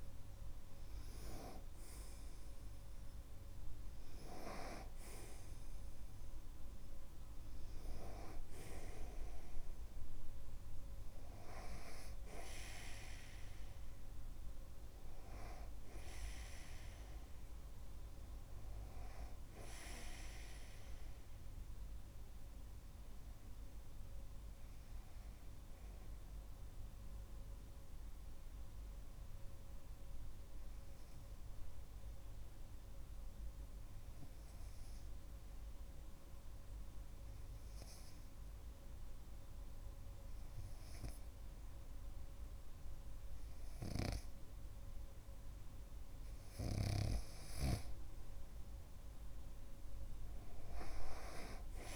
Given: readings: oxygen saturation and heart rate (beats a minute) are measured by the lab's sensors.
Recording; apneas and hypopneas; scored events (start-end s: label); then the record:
breathing in sleep by a room microphone; 1
27.50-47.00 s: hypopnea (oxygen 97% before, 95% lowest)
49.00-51.96 s: arousal
From the record:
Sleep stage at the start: N2 (light sleep); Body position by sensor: on the right side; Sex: male